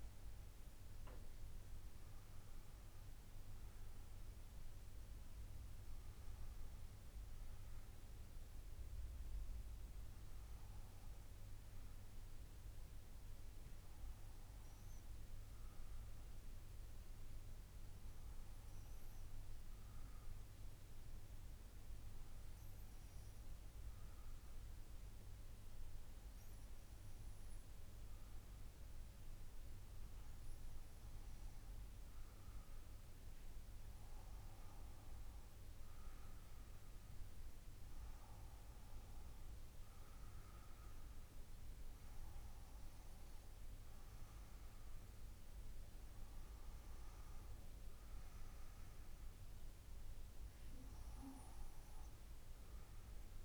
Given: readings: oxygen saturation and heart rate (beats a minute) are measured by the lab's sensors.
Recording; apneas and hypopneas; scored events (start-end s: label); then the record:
breathing in sleep, hard to hear, by a room microphone; 1
5.50-53.45 s: new sleep stage, N2 (light sleep)
16.50-31.00 s: hypopnea (oxygen 97% before, 93% lowest, heart rate 66 before, 61 extreme, up 6 after)
32.50-53.45 s: oxygen desaturation (device-marked, oxygen 96% before, 93% lowest, heart rate 63 before, 63 extreme)
33.00-37.00 s: arousal
From the record:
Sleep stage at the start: N1 (lightest sleep); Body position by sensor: on the back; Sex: female